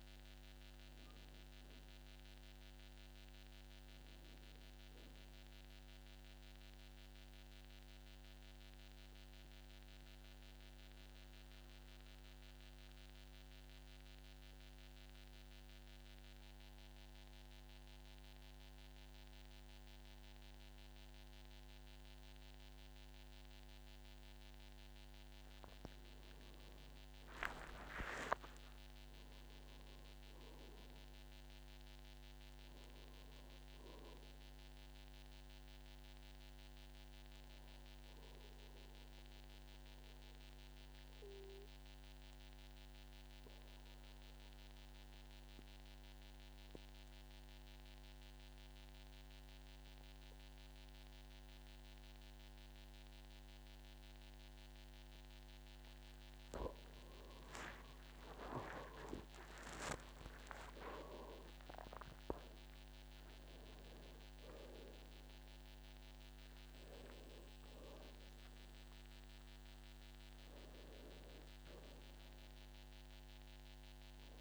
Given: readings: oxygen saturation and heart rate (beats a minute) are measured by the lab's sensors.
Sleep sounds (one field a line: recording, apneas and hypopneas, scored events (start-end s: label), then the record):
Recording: breathing in sleep by a microphone on the trachea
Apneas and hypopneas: 2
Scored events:
0.00-18.00 s: oxygen desaturation (device-marked, oxygen 90% lowest, heart rate 50 extreme)
10.00-24.50 s: central apnea (oxygen 98% before, 90% lowest, heart rate 61 before, 50 extreme, up 16 after)
27.50-32.00 s: arousal
33.00-51.00 s: oxygen desaturation (device-marked, oxygen 100% before, 95% lowest, heart rate 57 before, 50 extreme)
38.50-56.00 s: obstructive apnea (oxygen 100% before, 92% lowest, heart rate 60 before, 50 extreme, up 49 after)
57.50-59.50 s: long interval between heartbeats (device-marked, heart rate 52 before, 66 extreme)
58.00-62.50 s: arousal
60.00-62.00 s: long interval between heartbeats (device-marked, heart rate 55 before, 91 extreme)
60.00-74.41 s: oxygen desaturation (device-marked, oxygen 98% before, 92% lowest, heart rate 55 before, 52 extreme)
From the record:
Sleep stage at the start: N2 (light sleep)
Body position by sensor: on the back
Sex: male